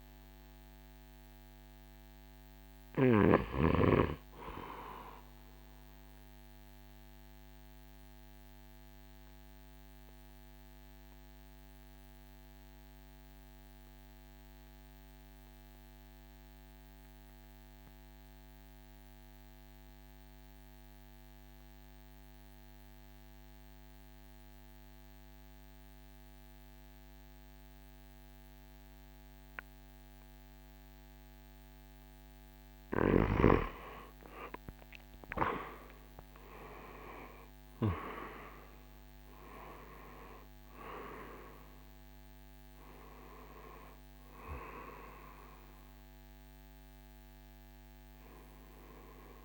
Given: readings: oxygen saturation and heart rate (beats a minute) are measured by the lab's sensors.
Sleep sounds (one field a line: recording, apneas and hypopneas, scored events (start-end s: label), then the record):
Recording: breathing in sleep by a microphone on the trachea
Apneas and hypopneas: 1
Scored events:
0.00-9.50 s: oxygen desaturation (device-marked, oxygen 90% lowest, heart rate 51 extreme)
5.50-32.00 s: obstructive apnea (oxygen 97% before, 79% lowest, heart rate 59 before, 51 extreme, up 18 after)
23.50-32.50 s: oxygen desaturation (device-marked, oxygen 97% before, 94% lowest, heart rate 54 before, 52 extreme)
34.50-49.45 s: new sleep stage, REM sleep
35.00-40.50 s: arousal
39.50-49.45 s: drop in pulse transit time (device-marked, heart rate 55 before, 65 extreme)
41.50-49.45 s: oxygen desaturation (device-marked, oxygen 94% before, 79% lowest, heart rate 57 before, 60 extreme)
From the record:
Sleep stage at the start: N2 (light sleep)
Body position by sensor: on the right side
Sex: male